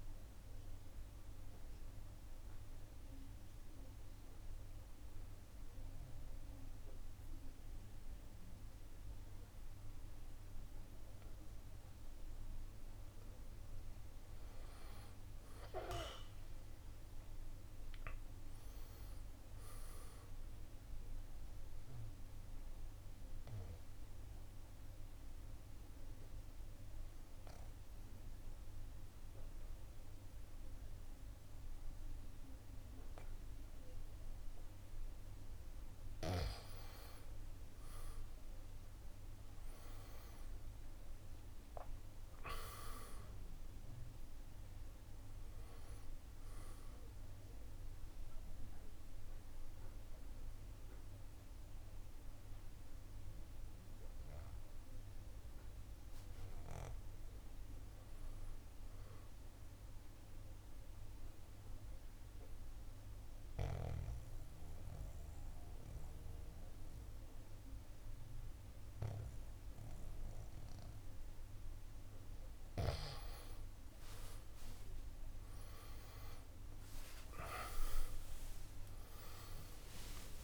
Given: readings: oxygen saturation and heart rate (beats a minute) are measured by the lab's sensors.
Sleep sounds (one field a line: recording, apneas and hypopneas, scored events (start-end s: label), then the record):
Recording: breathing in sleep by a room microphone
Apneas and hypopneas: 3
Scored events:
0.00-2.50 s: drop in pulse transit time (device-marked, heart rate 68 extreme)
0.00-7.50 s: oxygen desaturation (device-marked, oxygen 87% lowest, heart rate 61 extreme)
0.50-13.50 s: mixed apnea (oxygen 97% before, 87% lowest, heart rate 68 before, 61 extreme, up 9 after)
16.00-20.00 s: arousal
17.50-27.50 s: drop in pulse transit time (device-marked, heart rate 66 before, 64 extreme)
17.50-37.50 s: oxygen desaturation (device-marked, oxygen 97% before, 88% lowest, heart rate 66 before, 61 extreme)
21.50-36.00 s: obstructive apnea (oxygen 97% before, 84% lowest, heart rate 66 before, 61 extreme, up 12 after)
39.50-52.50 s: drop in pulse transit time (device-marked, heart rate 66 before, 64 extreme)
39.50-61.50 s: oxygen desaturation (device-marked, oxygen 96% before, 87% lowest, heart rate 66 before, 62 extreme)
40.00-45.50 s: arousal
60.50-73.00 s: obstructive apnea (oxygen 96% before, 84% lowest, heart rate 68 before, 62 extreme, up 33 after)
69.50-80.44 s: new sleep stage, awake
76.50-80.44 s: drop in pulse transit time (device-marked, heart rate 66 before, 70 extreme)
From the record:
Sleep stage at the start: N2 (light sleep)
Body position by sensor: on the back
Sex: male